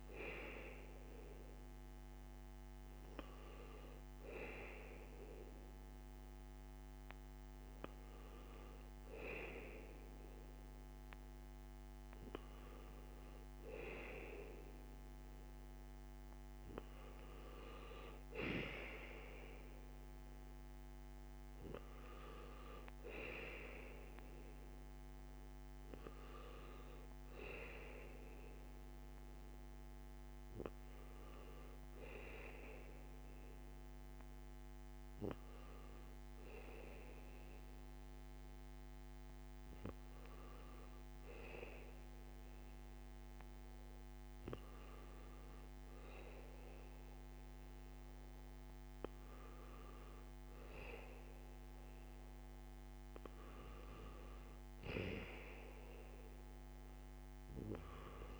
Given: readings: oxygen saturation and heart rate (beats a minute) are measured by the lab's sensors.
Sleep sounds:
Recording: breathing in sleep by a microphone on the trachea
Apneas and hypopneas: none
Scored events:
none scored
From the record:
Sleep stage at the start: N1 (lightest sleep)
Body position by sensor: on the back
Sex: male

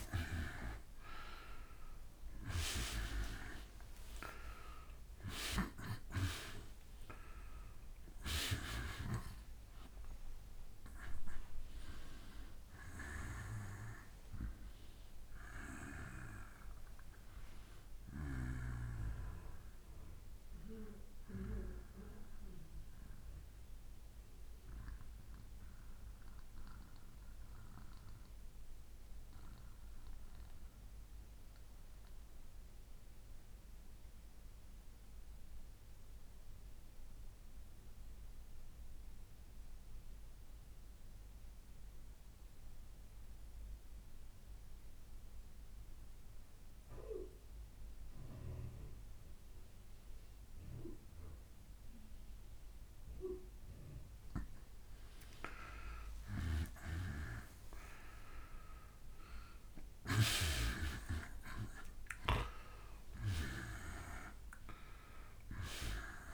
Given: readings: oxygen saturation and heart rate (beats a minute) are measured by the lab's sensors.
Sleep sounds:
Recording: breathing in sleep by a room microphone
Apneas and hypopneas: 1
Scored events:
0.00-1.50 s: arousal
0.00-27.00 s: oxygen desaturation (device-marked, oxygen 85% lowest, heart rate 63 extreme)
21.50-52.00 s: mixed apnea (oxygen 95% before, 86% lowest, heart rate 85 before, 63 extreme, up 4 after)
50.00-59.00 s: oxygen desaturation (device-marked, oxygen 97% before, 93% lowest, heart rate 66 before, 66 extreme)
54.00-58.00 s: arousal
From the record:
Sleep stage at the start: N2 (light sleep)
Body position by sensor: on the back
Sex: male

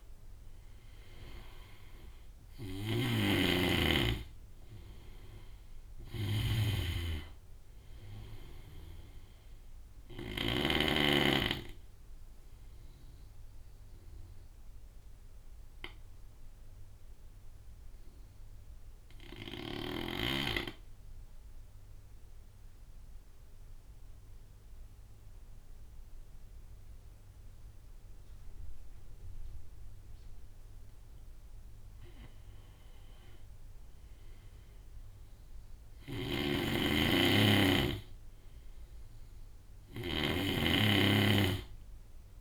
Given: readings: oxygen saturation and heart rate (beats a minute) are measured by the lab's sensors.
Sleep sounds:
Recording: breathing in sleep by a room microphone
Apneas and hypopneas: 1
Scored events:
0.00-19.00 s: oxygen desaturation (device-marked, oxygen 87% lowest)
2.00-10.00 s: snoring (device-marked)
11.50-30.00 s: obstructive apnea (oxygen 96% before, 87% lowest)
28.00-42.41 s: oxygen desaturation (device-marked, oxygen 98% before, 89% lowest)
32.00-36.00 s: arousal
35.00-42.41 s: snoring (device-marked)
From the record:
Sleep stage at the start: N2 (light sleep)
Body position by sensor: on the right side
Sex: male

